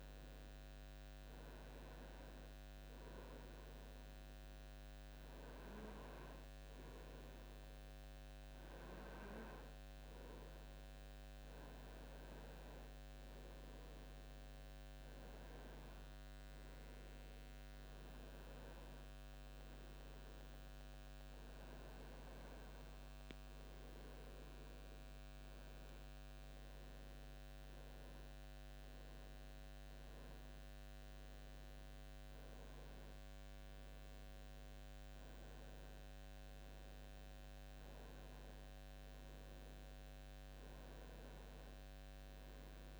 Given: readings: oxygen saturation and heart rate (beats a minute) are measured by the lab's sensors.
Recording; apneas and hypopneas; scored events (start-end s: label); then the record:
breathing in sleep, hard to hear, by a microphone on the trachea; none
none scored
From the record:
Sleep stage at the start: N2 (light sleep); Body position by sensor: on the right side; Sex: male